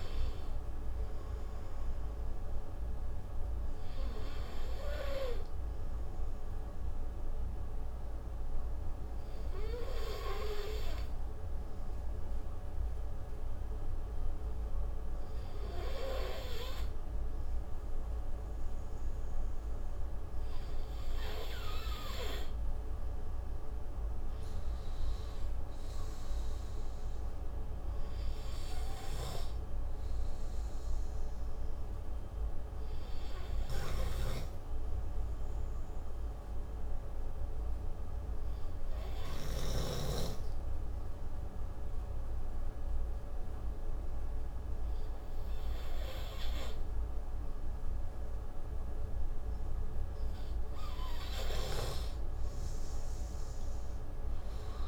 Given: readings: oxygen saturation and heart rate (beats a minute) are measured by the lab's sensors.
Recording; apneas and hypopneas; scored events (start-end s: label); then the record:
breathing in sleep by a room microphone; 2
2.50-17.50 s: oxygen desaturation (device-marked, oxygen 95% before, 89% lowest)
4.50-21.50 s: obstructive apnea (oxygen 97% before, 89% lowest)
27.00-30.00 s: arousal
34.50-49.50 s: obstructive apnea (oxygen 96% before, 91% lowest)
40.50-46.50 s: oxygen desaturation (device-marked, oxygen 95% before, 91% lowest)
53.50-54.88 s: oxygen desaturation (device-marked, oxygen 97% before, 91% lowest)
From the record:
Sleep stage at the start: N2 (light sleep); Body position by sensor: on the right side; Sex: male